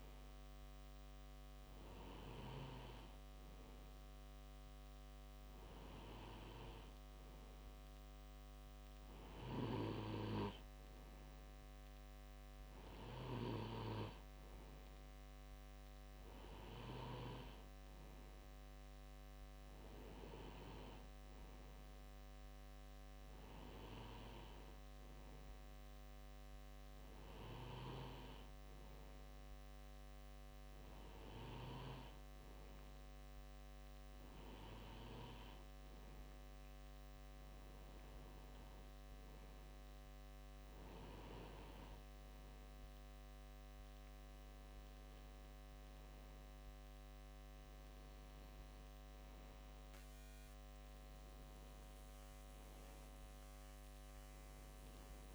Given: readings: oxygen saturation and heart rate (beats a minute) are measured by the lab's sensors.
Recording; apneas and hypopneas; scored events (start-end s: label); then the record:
breathing in sleep by a microphone on the trachea; none
20.50-25.50 s: bradycardia (device-marked, heart rate 61 before, 59 extreme)
From the record:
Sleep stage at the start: N2 (light sleep); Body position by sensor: on the left side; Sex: male